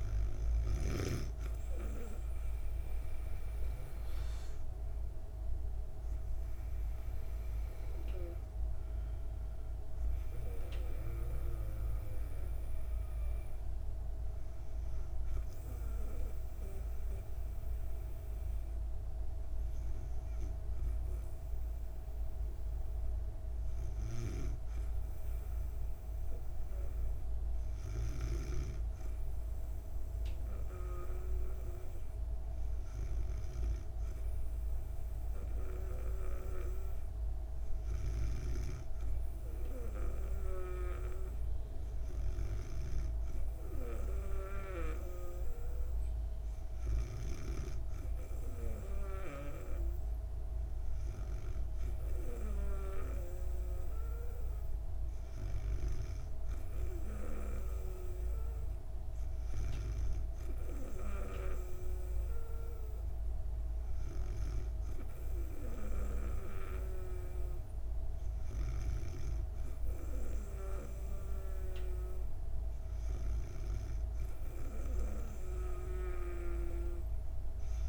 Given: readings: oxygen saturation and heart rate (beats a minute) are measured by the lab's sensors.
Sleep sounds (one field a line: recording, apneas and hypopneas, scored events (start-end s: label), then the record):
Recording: breathing in sleep by a room microphone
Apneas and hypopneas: none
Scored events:
61.00-67.00 s: snoring (device-marked)
75.00-77.89 s: snoring (device-marked)
From the record:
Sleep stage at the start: N2 (light sleep)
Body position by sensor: on the back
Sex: female